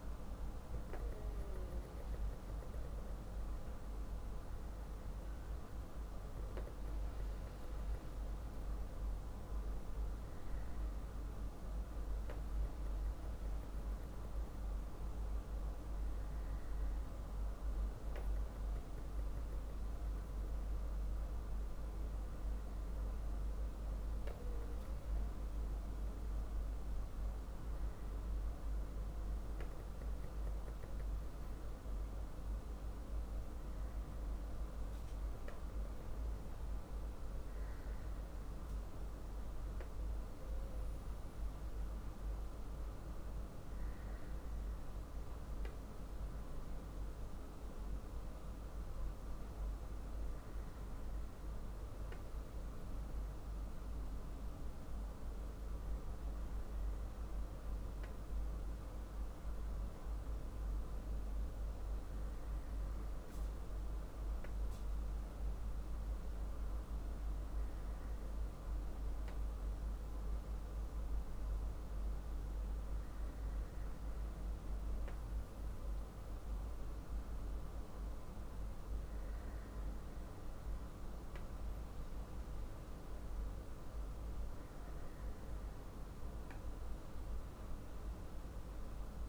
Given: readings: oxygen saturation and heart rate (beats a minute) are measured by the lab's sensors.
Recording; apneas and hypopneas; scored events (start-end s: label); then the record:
breathing in sleep, hard to hear, by a room microphone; none
none scored
From the record:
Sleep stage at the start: N2 (light sleep); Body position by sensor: on the back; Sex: male